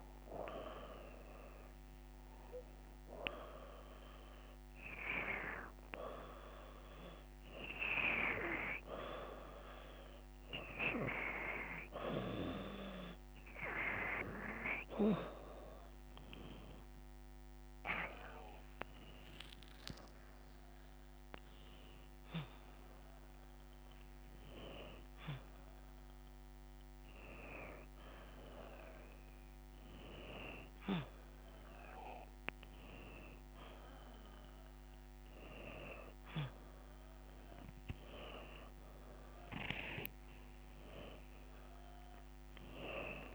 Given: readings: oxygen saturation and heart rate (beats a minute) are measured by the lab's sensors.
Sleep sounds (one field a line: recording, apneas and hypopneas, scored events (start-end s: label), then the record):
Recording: breathing in sleep by a microphone on the trachea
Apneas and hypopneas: none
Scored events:
20.00-29.00 s: drop in pulse transit time (device-marked, heart rate 94 before, 94 extreme)
From the record:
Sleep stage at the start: N2 (light sleep)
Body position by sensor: upright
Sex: female